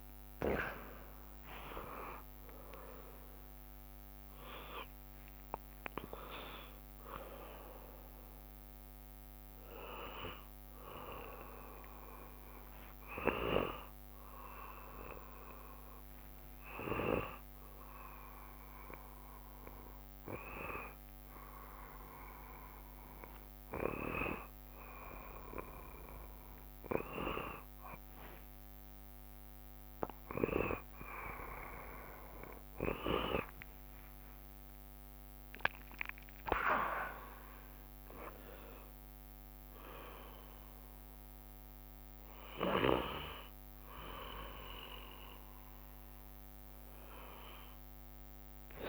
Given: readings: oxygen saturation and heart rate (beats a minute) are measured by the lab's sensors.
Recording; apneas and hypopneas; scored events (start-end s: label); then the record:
a person awake in a sleep study, by a microphone on the trachea; none
0.00-5.50 s: oxygen desaturation (device-marked, oxygen 79% lowest, heart rate 69 extreme)
12.50-14.50 s: long interval between heartbeats (device-marked, heart rate 107 before, 79 extreme)
21.00-23.00 s: long interval between heartbeats (device-marked, heart rate 80 before, 88 extreme)
29.50-31.50 s: long interval between heartbeats (device-marked, heart rate 80 before, 88 extreme)
38.50-48.89 s: oxygen desaturation (device-marked, oxygen 93% before, 88% lowest, heart rate 85 before, 69 extreme)
47.50-48.89 s: tachycardia (device-marked, heart rate 61 before, 117 extreme)
From the record:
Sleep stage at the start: awake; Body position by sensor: on the back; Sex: male